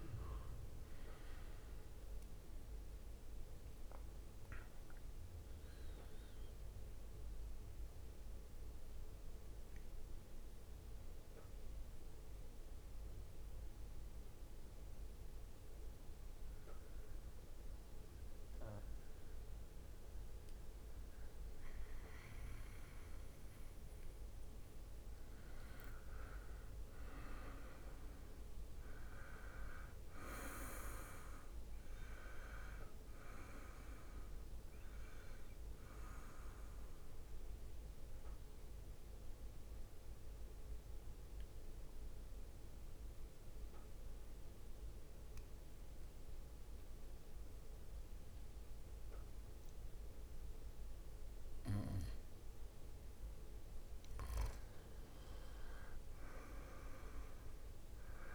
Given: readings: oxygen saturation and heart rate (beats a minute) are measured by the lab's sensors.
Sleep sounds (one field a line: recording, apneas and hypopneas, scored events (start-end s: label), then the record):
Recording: breathing in sleep by a room microphone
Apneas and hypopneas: 2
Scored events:
0.00-1.00 s: oxygen desaturation (device-marked, oxygen 93% lowest, heart rate 56 extreme)
0.00-9.00 s: drop in pulse transit time (device-marked, heart rate 73 extreme)
1.00-4.50 s: arousal
3.00-17.00 s: oxygen desaturation (device-marked, oxygen 95% before, 91% lowest, heart rate 72 before, 56 extreme)
7.50-24.50 s: central apnea (oxygen 97% before, 91% lowest, heart rate 75 before, 56 extreme, up 11 after)
26.50-31.00 s: arousal
39.50-53.50 s: mixed apnea (oxygen 99% before, 93% lowest, heart rate 62 before, 58 extreme, up 8 after)
56.50-58.35 s: arousal
57.00-58.35 s: oxygen desaturation (device-marked, oxygen 98% before, 93% lowest, heart rate 60 before, 58 extreme)
From the record:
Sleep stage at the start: N2 (light sleep)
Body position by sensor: on the back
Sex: male